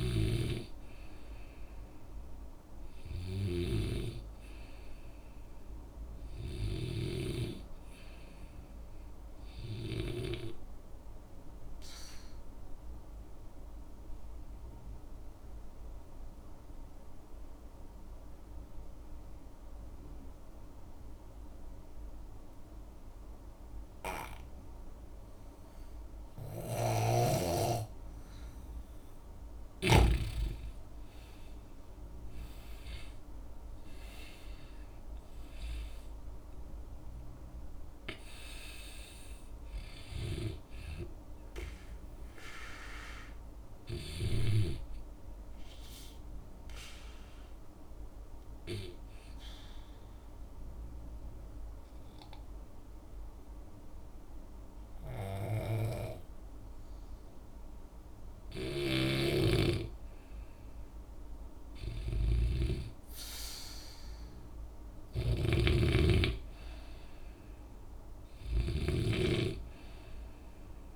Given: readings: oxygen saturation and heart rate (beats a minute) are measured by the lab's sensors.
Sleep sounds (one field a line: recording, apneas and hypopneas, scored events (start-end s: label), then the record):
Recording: breathing in sleep by a room microphone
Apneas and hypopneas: 2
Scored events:
0.00-4.00 s: snoring (device-marked)
10.50-27.50 s: obstructive apnea (oxygen 95% before, 89% lowest, heart rate 64 before, 58 extreme, up 12 after)
31.00-34.50 s: arousal
33.50-41.50 s: oxygen desaturation (device-marked, oxygen 95% before, 91% lowest, heart rate 64 before, 58 extreme)
45.50-59.50 s: obstructive apnea (oxygen 95% before, 89% lowest, heart rate 70 before, 61 extreme, up 5 after)
51.50-60.50 s: oxygen desaturation (device-marked, oxygen 92% before, 89% lowest, heart rate 69 before, 63 extreme)
59.00-70.96 s: snoring (device-marked)
61.50-65.50 s: arousal
68.50-70.96 s: oxygen desaturation (device-marked, oxygen 97% before, 94% lowest, heart rate 63 before, 58 extreme)
From the record:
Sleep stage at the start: N2 (light sleep)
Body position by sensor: on the back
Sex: male